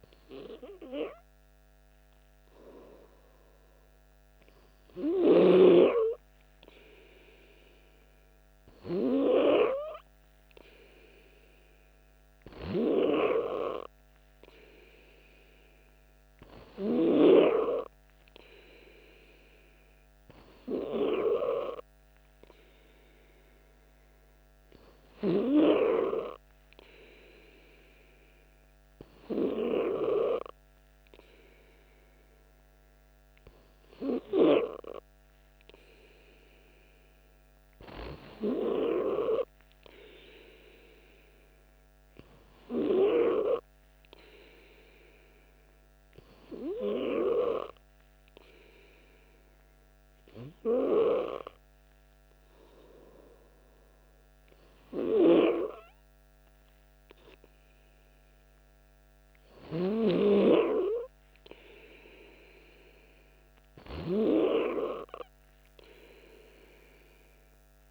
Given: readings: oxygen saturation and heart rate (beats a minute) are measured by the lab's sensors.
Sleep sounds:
breathing in sleep by a microphone on the trachea; 1
37.50-40.50 s: arousal
43.00-55.50 s: hypopnea (oxygen 96% before, 95% lowest, heart rate 61 before, 59 extreme, up 1 after)
57.50-61.00 s: arousal
From the record:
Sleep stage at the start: N2 (light sleep); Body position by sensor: on the back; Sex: male

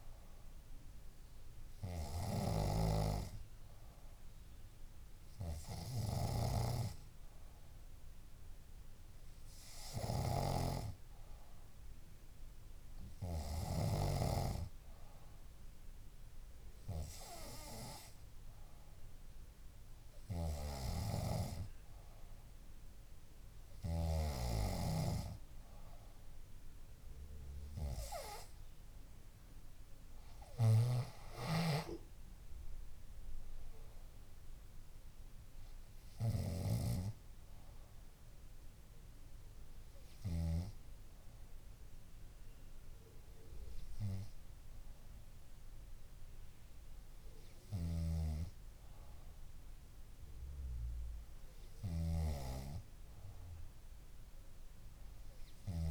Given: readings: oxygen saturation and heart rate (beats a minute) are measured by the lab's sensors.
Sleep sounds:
breathing in sleep by a room microphone; none
0.00-10.50 s: snoring (device-marked)
14.00-20.00 s: oxygen desaturation (device-marked, oxygen 97% before, 93% lowest, heart rate 66 before, 56 extreme)
30.50-37.00 s: snoring (device-marked)
36.00-45.00 s: bradycardia (device-marked, heart rate 64 before, 56 extreme)
48.00-52.50 s: snoring (device-marked)
From the record:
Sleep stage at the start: N2 (light sleep); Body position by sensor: on the back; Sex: female

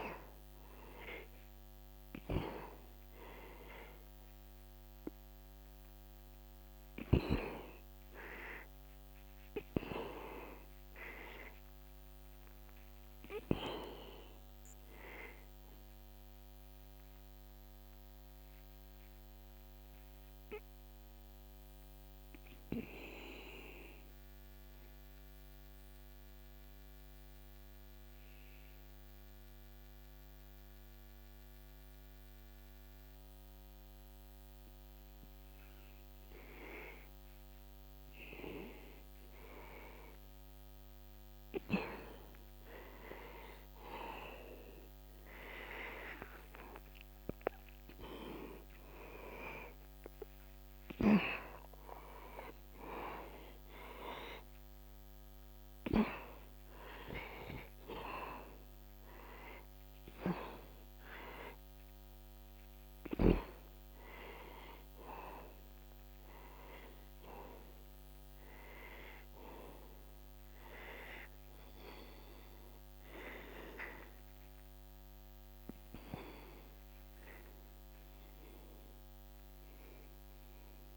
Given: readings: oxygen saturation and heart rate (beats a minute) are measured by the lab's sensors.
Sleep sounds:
breathing in sleep by a microphone on the trachea; 1
0.00-12.50 s: oxygen desaturation (device-marked, oxygen 89% lowest, heart rate 61 extreme)
12.50-16.50 s: arousal
18.50-37.50 s: obstructive apnea (oxygen 93% before, 89% lowest, heart rate 61 before, 61 extreme, up 0 after)
43.00-47.50 s: arousal
58.50-80.97 s: oxygen desaturation (device-marked, oxygen 96% before, 89% lowest, heart rate 61 before, 61 extreme)
75.50-79.50 s: arousal
From the record:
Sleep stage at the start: N2 (light sleep); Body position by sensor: on the back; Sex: male

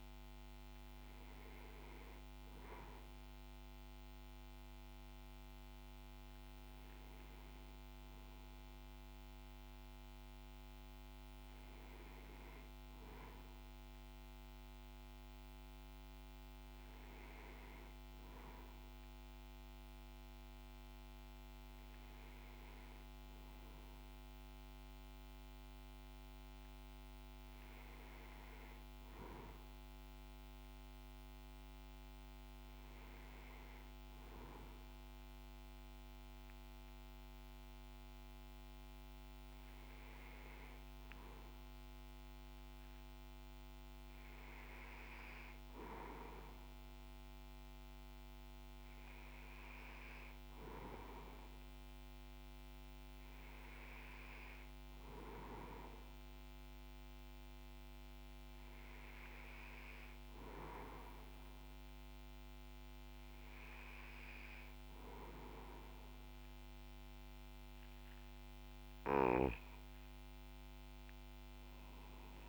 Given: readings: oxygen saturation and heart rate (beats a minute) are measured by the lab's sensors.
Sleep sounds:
breathing in sleep, hard to hear, by a microphone on the trachea; none
none scored
From the record:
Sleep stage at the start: N2 (light sleep); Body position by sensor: on the back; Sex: male

